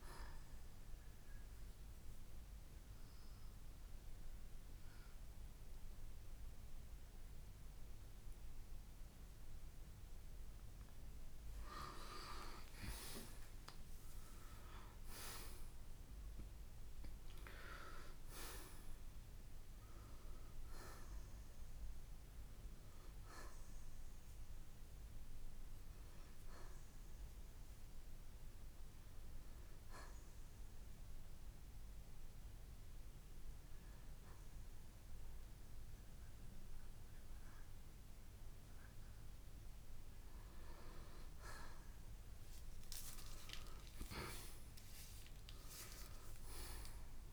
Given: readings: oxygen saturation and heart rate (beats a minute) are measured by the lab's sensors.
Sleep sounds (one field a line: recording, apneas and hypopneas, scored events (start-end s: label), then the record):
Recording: breathing in sleep by a room microphone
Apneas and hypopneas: 2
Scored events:
0.50-11.50 s: mixed apnea (oxygen 95% before, 83% lowest, heart rate 63 before, 57 extreme, up 20 after)
1.00-18.00 s: oxygen desaturation (device-marked, oxygen 95% before, 89% lowest, heart rate 63 before, 57 extreme)
13.50-18.00 s: arousal
27.00-40.00 s: oxygen desaturation (device-marked, oxygen 93% before, 83% lowest, heart rate 68 before, 57 extreme)
27.50-39.50 s: hypopnea (oxygen 95% before, 83% lowest, heart rate 68 before, 58 extreme, up 6 after)
42.50-47.00 s: arousal
From the record:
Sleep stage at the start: N2 (light sleep)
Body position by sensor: on the right side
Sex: male